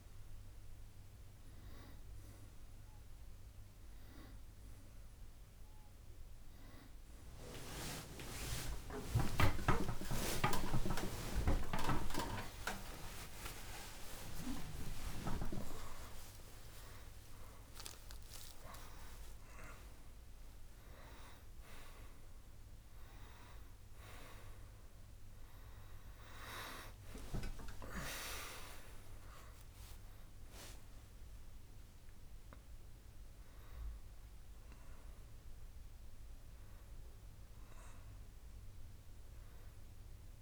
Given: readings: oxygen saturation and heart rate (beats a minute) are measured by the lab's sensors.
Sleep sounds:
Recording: a person awake in a sleep study, by a room microphone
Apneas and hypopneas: none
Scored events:
29.50-40.42 s: new sleep stage, N1 (lightest sleep)
From the record:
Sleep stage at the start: awake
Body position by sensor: on the right side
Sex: male

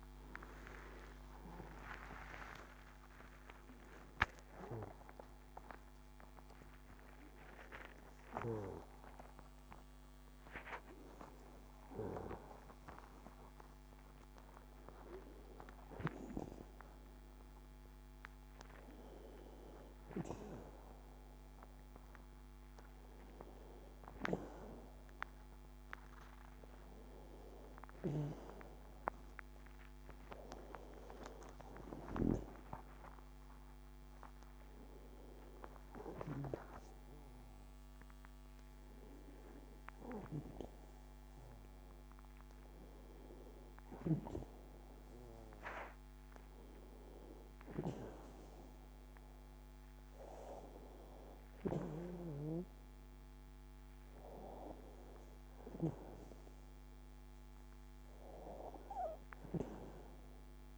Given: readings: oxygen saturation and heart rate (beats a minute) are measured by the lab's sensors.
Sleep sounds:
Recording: a person awake in a sleep study, by a microphone on the trachea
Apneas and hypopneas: none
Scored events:
none scored
From the record:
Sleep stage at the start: awake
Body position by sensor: on the back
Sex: female

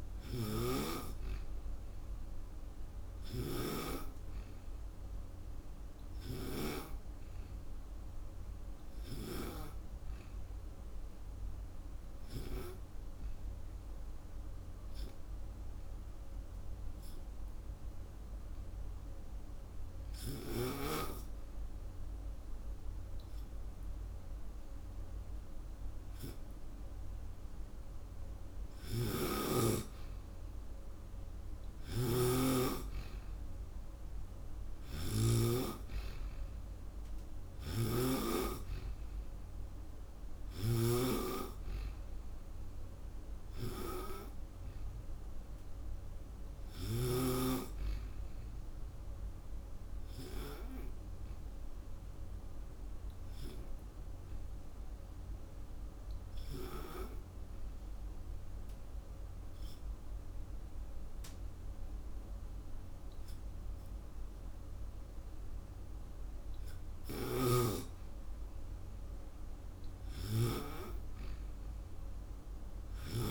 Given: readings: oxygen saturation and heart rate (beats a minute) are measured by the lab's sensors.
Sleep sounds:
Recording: breathing in sleep by a room microphone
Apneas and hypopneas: 2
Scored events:
5.00-25.00 s: hypopnea (oxygen 95% before, 91% lowest)
28.50-35.00 s: snoring (device-marked)
31.00-34.50 s: arousal
37.00-40.50 s: snoring (device-marked)
41.00-64.00 s: oxygen desaturation (device-marked, oxygen 96% before, 91% lowest)
50.00-64.00 s: hypopnea (oxygen 97% before, 91% lowest)
66.00-69.50 s: arousal
67.00-70.50 s: snoring (device-marked)
From the record:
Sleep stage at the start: N2 (light sleep)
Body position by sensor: on the back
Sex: female

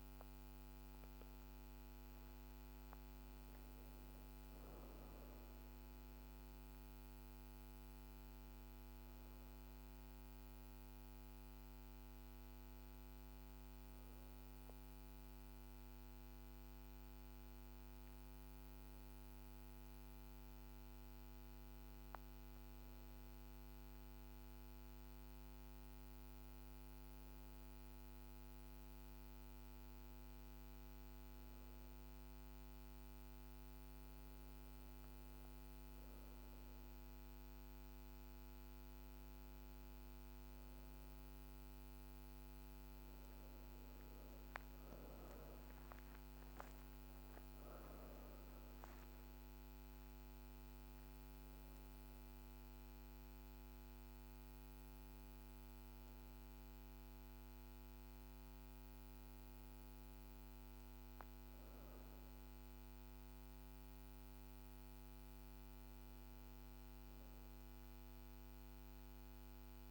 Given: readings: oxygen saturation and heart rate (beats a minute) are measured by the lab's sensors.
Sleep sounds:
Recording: breathing in sleep, hard to hear, by a microphone on the trachea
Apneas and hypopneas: none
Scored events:
none scored
From the record:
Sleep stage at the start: N2 (light sleep)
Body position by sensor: on the back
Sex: female

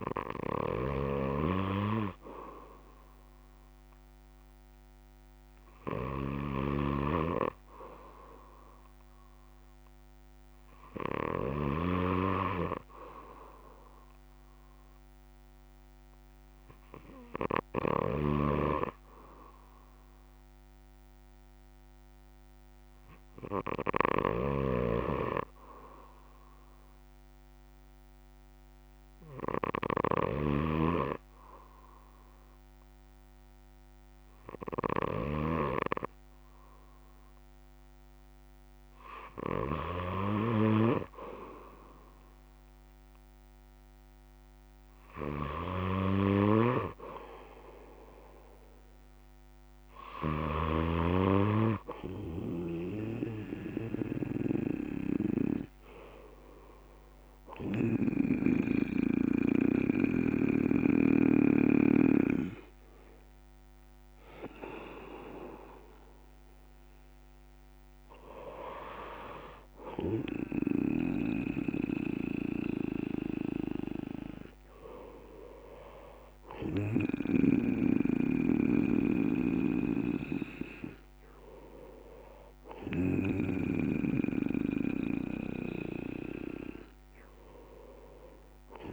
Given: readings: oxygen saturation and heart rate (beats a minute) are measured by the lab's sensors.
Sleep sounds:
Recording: breathing in sleep by a microphone on the trachea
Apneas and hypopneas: 1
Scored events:
24.50-35.50 s: snoring (device-marked)
26.00-38.50 s: hypopnea (oxygen 95% before, 92% lowest, heart rate 68 before, 63 extreme, up 2 after)
58.00-61.50 s: snoring (device-marked)
78.00-88.93 s: snoring (device-marked)
From the record:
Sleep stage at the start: N2 (light sleep)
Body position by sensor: on the back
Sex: male

